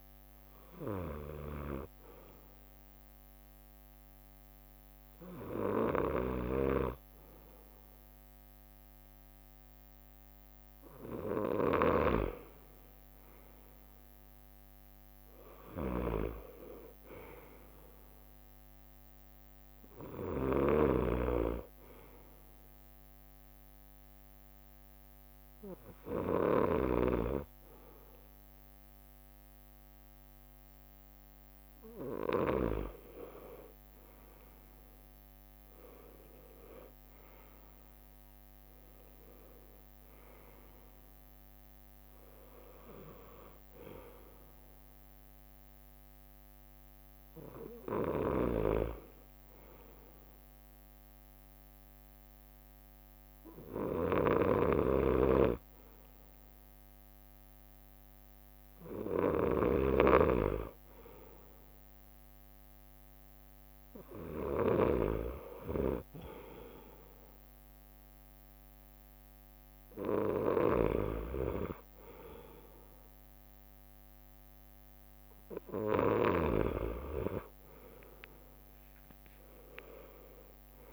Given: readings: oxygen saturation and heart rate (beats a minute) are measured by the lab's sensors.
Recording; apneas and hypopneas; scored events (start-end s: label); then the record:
breathing in sleep by a microphone on the trachea; 2
0.00-2.00 s: oxygen desaturation (device-marked, oxygen 93% lowest, heart rate 62 extreme)
0.50-11.50 s: hypopnea (oxygen 97% before, 94% lowest, heart rate 65 before, 62 extreme, up 4 after)
9.50-17.50 s: leg movement (device-marked)
14.50-18.50 s: arousal
17.50-19.00 s: leg movement (device-marked)
22.50-32.50 s: hypopnea (oxygen 96% before, 94% lowest, heart rate 64 before, 62 extreme, up 6 after)
34.50-39.50 s: arousal
36.00-42.50 s: leg movement (device-marked)
43.00-50.50 s: leg movement (device-marked)
52.00-56.50 s: leg movement (device-marked)
57.00-58.50 s: leg movement (device-marked)
60.50-66.50 s: leg movement (device-marked)
67.50-73.50 s: leg movement (device-marked)
From the record:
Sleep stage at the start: N2 (light sleep); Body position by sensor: on the right side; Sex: male